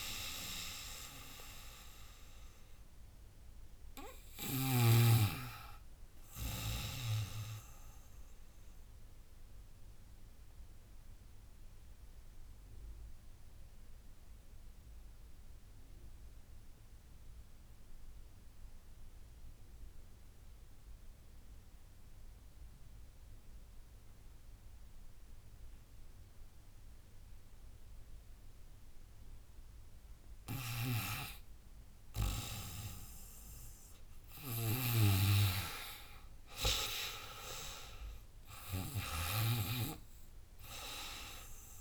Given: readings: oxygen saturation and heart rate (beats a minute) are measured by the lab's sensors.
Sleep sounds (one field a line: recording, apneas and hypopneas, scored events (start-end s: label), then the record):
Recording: breathing in sleep by a room microphone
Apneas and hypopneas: 1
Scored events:
0.00-1.50 s: oxygen desaturation (device-marked, oxygen 88% lowest, heart rate 75 extreme)
1.00-4.50 s: arousal
8.00-29.00 s: obstructive apnea (oxygen 100% before, 86% lowest, heart rate 83 before, 74 extreme, up 16 after)
27.50-41.81 s: oxygen desaturation (device-marked, oxygen 98% before, 91% lowest, heart rate 77 before, 73 extreme)
31.50-35.00 s: arousal
34.00-39.50 s: snoring (device-marked)
34.50-41.81 s: drop in pulse transit time (device-marked, heart rate 76 before, 80 extreme)
35.00-37.00 s: long interval between heartbeats (device-marked, heart rate 76 before, 88 extreme)
From the record:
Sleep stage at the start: N2 (light sleep)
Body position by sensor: on the back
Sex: female